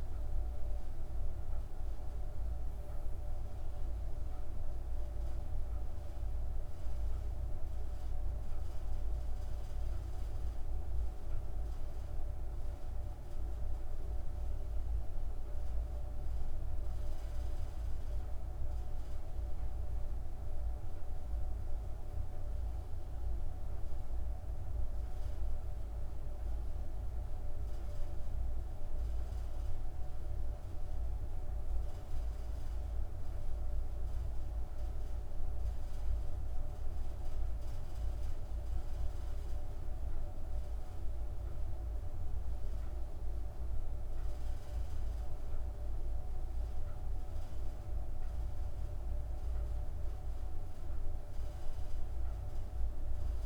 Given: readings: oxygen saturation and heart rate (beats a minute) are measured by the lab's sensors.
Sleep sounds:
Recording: breathing in sleep, hard to hear, by a room microphone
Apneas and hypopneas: none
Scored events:
none scored
From the record:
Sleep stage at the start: N2 (light sleep)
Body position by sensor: on the back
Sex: female

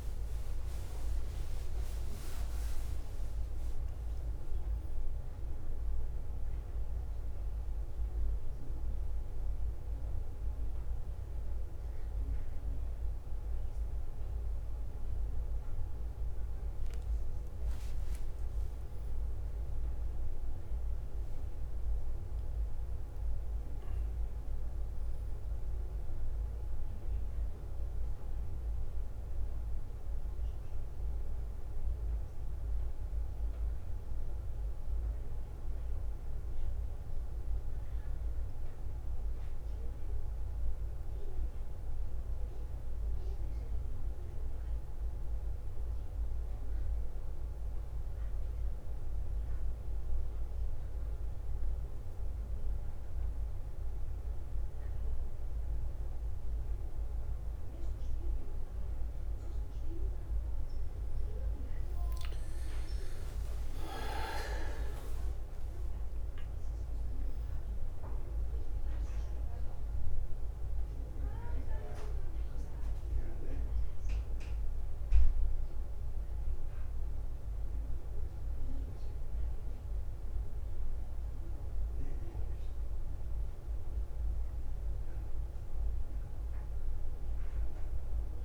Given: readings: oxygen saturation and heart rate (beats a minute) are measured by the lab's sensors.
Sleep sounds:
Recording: a person partly awake in a sleep study, hard to hear, by a room microphone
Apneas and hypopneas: 1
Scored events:
11.50-22.50 s: bradycardia (device-marked, heart rate 61 before, 53 extreme)
24.50-26.50 s: bradycardia (device-marked, heart rate 61 before, 59 extreme)
26.50-88.45 s: new sleep stage, N2 (light sleep)
29.50-45.50 s: bradycardia (device-marked, heart rate 61 before, 49 extreme)
41.50-56.00 s: mixed apnea (oxygen 100% before, 88% lowest, heart rate 57 before, 50 extreme, up 5 after)
49.50-51.50 s: long interval between heartbeats (device-marked, heart rate 56 before, 61 extreme)
50.50-61.50 s: bradycardia (device-marked, heart rate 61 before, 52 extreme)
52.50-84.50 s: oxygen desaturation (device-marked, oxygen 98% before, 88% lowest, heart rate 56 before, 50 extreme)
62.50-67.00 s: arousal
73.50-85.50 s: bradycardia (device-marked, heart rate 61 before, 50 extreme)
From the record:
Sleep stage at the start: awake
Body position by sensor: on the back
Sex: male

